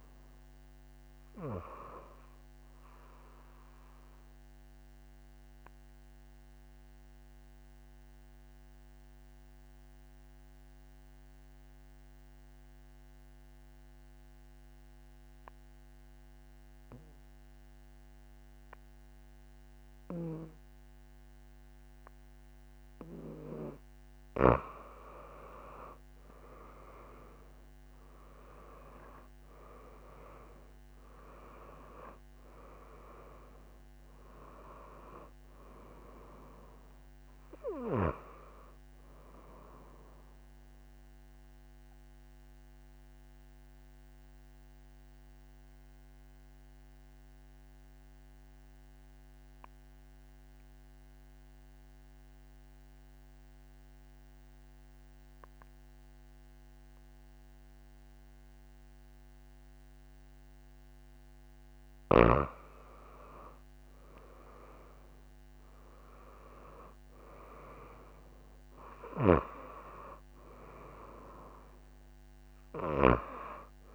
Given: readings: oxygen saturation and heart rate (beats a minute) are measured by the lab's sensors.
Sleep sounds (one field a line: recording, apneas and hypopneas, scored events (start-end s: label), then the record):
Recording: breathing in sleep by a microphone on the trachea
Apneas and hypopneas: 2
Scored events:
0.00-5.00 s: oxygen desaturation (device-marked, oxygen 92% lowest)
3.00-23.50 s: obstructive apnea (oxygen 97% before, 89% lowest)
23.00-52.00 s: oxygen desaturation (device-marked, oxygen 97% before, 89% lowest)
25.50-28.50 s: arousal
41.50-62.00 s: obstructive apnea (oxygen 97% before, 86% lowest)
64.00-68.00 s: arousal
65.00-73.95 s: oxygen desaturation (device-marked, oxygen 98% before, 90% lowest)
From the record:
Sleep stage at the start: N2 (light sleep)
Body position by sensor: on the back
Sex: female